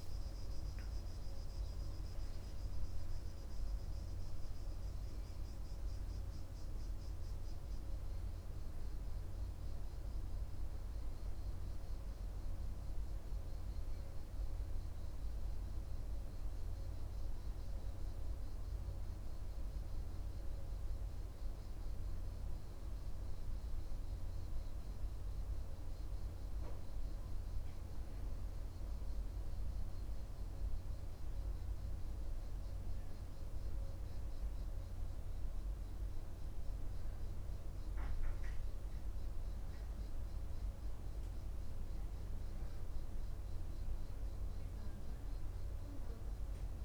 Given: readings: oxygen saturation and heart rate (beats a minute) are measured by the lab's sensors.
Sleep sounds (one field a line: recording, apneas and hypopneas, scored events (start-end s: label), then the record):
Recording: breathing in sleep, hard to hear, by a room microphone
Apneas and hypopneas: none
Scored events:
0.00-4.00 s: oxygen desaturation (device-marked, oxygen 88% lowest, heart rate 50 extreme)
19.00-46.85 s: new sleep stage, N2 (light sleep)
From the record:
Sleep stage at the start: N1 (lightest sleep)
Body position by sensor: on the right side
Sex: male